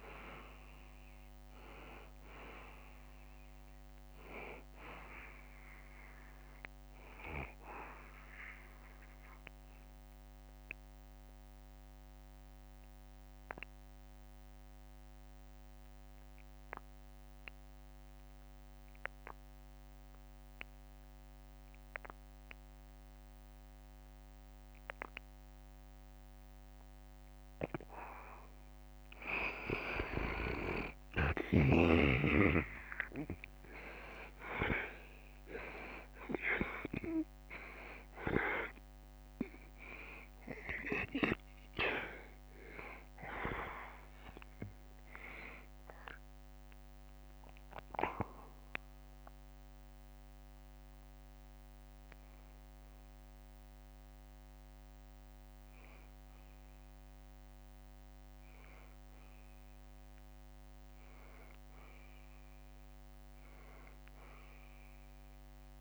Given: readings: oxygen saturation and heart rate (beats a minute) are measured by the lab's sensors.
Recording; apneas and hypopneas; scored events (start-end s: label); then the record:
a person partly awake in a sleep study, by a microphone on the trachea; 1
0.00-13.50 s: drop in pulse transit time (device-marked, heart rate 71 extreme)
0.00-13.50 s: oxygen desaturation (device-marked, oxygen 88% lowest, heart rate 68 extreme)
8.00-29.00 s: obstructive apnea (oxygen 95% before, 88% lowest, heart rate 73 before, 68 extreme, up 4 after)
30.50-60.50 s: new sleep stage, awake
30.50-65.81 s: oxygen desaturation (device-marked, oxygen 96% before, 88% lowest, heart rate 70 before, 70 extreme)
36.50-56.50 s: drop in pulse transit time (device-marked, heart rate 70 before, 72 extreme)
60.50-65.81 s: new sleep stage, N1 (lightest sleep)
From the record:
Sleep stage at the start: N2 (light sleep); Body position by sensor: on the back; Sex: male